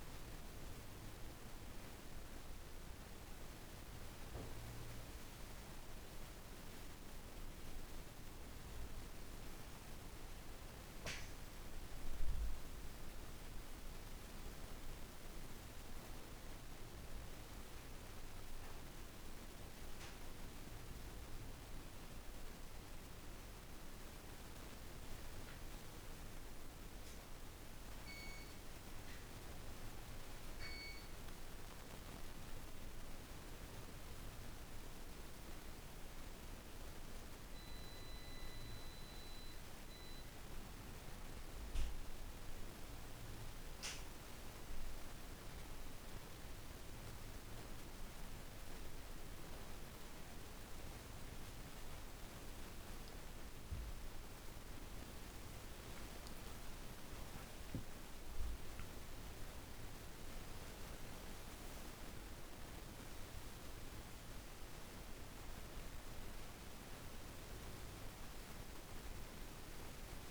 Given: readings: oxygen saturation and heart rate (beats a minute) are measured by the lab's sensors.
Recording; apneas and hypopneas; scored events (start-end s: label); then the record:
a person partly awake in a sleep study, hard to hear, by a room microphone; none
42.50-70.31 s: new sleep stage, awake
From the record:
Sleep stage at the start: REM sleep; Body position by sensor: on the back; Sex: female